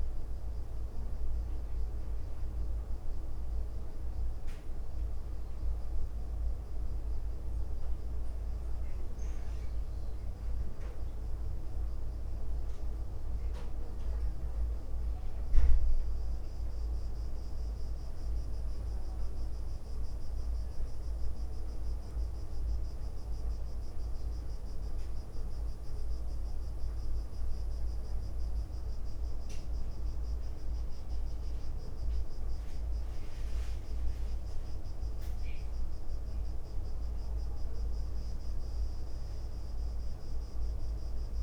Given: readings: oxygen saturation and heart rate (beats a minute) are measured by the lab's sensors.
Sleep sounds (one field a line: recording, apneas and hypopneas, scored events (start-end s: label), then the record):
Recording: breathing in sleep, hard to hear, by a room microphone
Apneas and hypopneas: none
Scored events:
1.00-2.50 s: leg movement (device-marked)
8.50-11.00 s: leg movement (device-marked)
11.50-17.50 s: leg movement (device-marked)
18.00-19.50 s: leg movement (device-marked)
27.50-29.00 s: leg movement (device-marked)
30.00-32.00 s: leg movement (device-marked)
33.00-34.50 s: leg movement (device-marked)
35.50-37.00 s: leg movement (device-marked)
38.50-40.00 s: leg movement (device-marked)
From the record:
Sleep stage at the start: N2 (light sleep)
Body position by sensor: on the right side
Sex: female